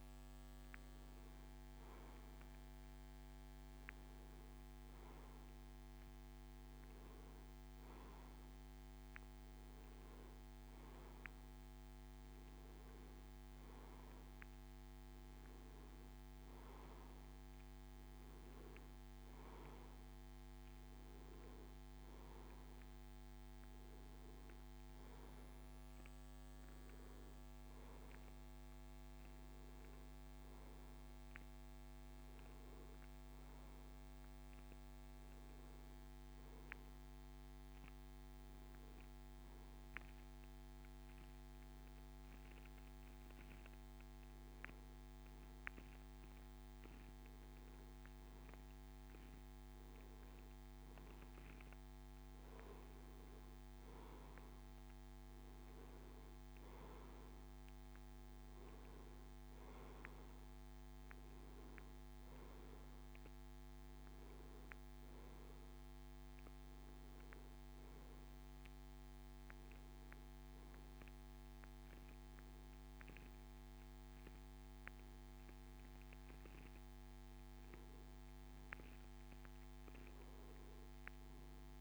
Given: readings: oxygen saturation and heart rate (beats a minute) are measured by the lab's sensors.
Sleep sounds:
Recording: a person partly awake in a sleep study, hard to hear, by a microphone on the trachea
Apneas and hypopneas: none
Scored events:
1.50-81.81 s: new sleep stage, N1 (lightest sleep)
From the record:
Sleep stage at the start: awake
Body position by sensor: on the back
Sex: male

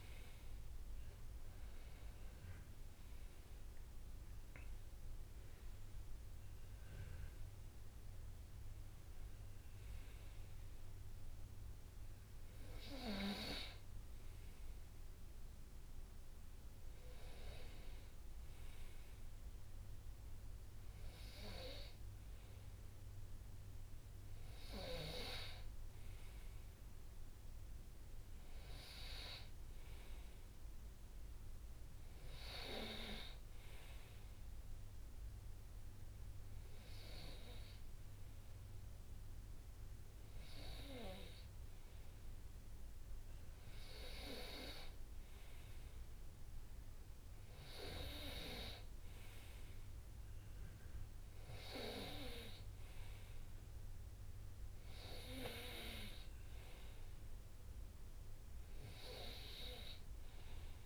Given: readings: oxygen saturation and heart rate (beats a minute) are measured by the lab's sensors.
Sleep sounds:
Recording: breathing in sleep by a room microphone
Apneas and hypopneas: none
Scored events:
none scored
From the record:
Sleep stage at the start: N2 (light sleep)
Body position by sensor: on the right side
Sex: male

